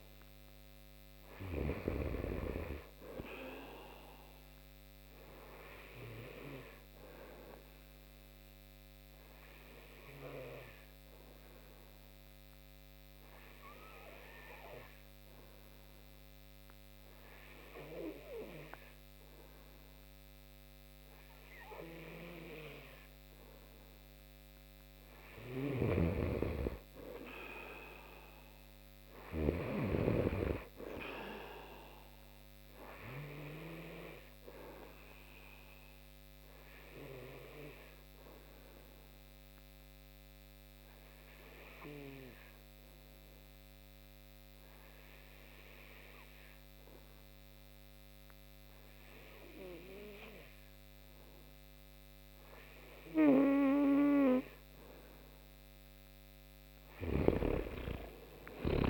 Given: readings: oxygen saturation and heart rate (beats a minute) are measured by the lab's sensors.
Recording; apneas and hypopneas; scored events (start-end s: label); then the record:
breathing in sleep by a microphone on the trachea; 2
0.00-1.50 s: snoring (device-marked)
6.50-22.50 s: obstructive apnea (oxygen 95% before, 89% lowest)
25.00-28.50 s: arousal
25.00-29.00 s: snoring (device-marked)
31.00-51.00 s: oxygen desaturation (device-marked, oxygen 94% before, 90% lowest)
35.50-54.00 s: obstructive apnea (oxygen 94% before, 89% lowest)
56.50-58.90 s: arousal
From the record:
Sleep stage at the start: N2 (light sleep); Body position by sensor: on the right side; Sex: male